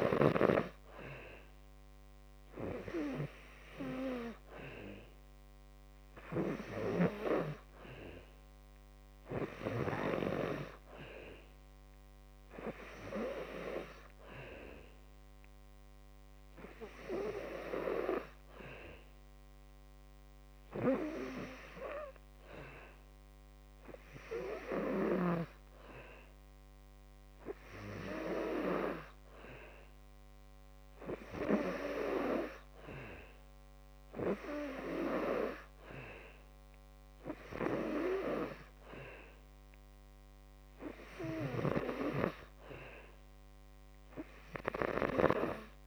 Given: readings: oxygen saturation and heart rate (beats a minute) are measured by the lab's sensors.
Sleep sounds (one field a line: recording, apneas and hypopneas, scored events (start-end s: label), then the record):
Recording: breathing in sleep by a microphone on the trachea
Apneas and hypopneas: 1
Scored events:
0.00-2.00 s: arousal
18.50-30.00 s: hypopnea (oxygen 92% before, 89% lowest, heart rate 61 before, 56 extreme, up 1 after)
32.50-35.50 s: arousal
38.00-45.87 s: oxygen desaturation (device-marked, oxygen 92% before, 89% lowest, heart rate 59 before, 58 extreme)
From the record:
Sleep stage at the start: N2 (light sleep)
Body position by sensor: on the back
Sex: male